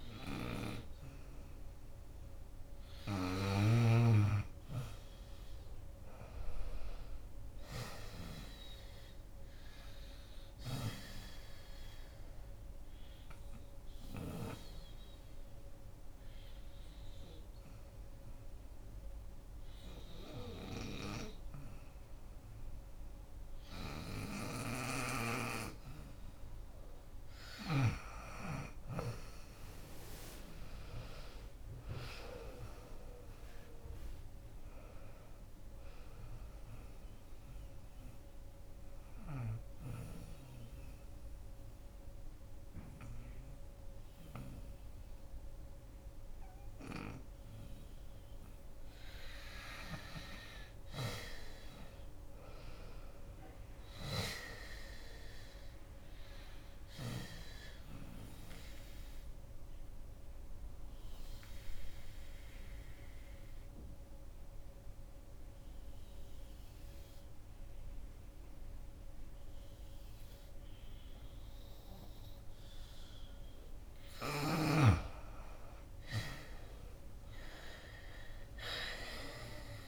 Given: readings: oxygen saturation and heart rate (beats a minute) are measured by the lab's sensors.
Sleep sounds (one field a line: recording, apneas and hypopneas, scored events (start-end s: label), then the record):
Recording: breathing in sleep by a room microphone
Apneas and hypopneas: 3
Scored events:
0.00-7.00 s: oxygen desaturation (device-marked, oxygen 84% lowest, heart rate 73 extreme)
11.50-25.50 s: obstructive apnea (oxygen 91% before, 82% lowest, heart rate 82 before, 71 extreme, up 15 after)
15.00-26.00 s: oxygen desaturation (device-marked, oxygen 91% before, 84% lowest, heart rate 81 before, 71 extreme)
28.50-33.50 s: arousal
31.00-43.00 s: drop in pulse transit time (device-marked, heart rate 77 before, 74 extreme)
37.00-55.00 s: oxygen desaturation (device-marked, oxygen 92% before, 82% lowest, heart rate 79 before, 61 extreme)
38.00-48.50 s: obstructive apnea (oxygen 92% before, 82% lowest, heart rate 80 before, 61 extreme, up 10 after)
49.00-54.50 s: arousal
57.00-70.00 s: oxygen desaturation (device-marked, oxygen 94% before, 84% lowest, heart rate 76 before, 59 extreme)
59.00-73.50 s: obstructive apnea (oxygen 94% before, 83% lowest, heart rate 75 before, 59 extreme, up 24 after)
75.50-79.00 s: arousal
77.00-79.88 s: drop in pulse transit time (device-marked, heart rate 67 before, 63 extreme)
From the record:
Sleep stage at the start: N2 (light sleep)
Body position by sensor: on the back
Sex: female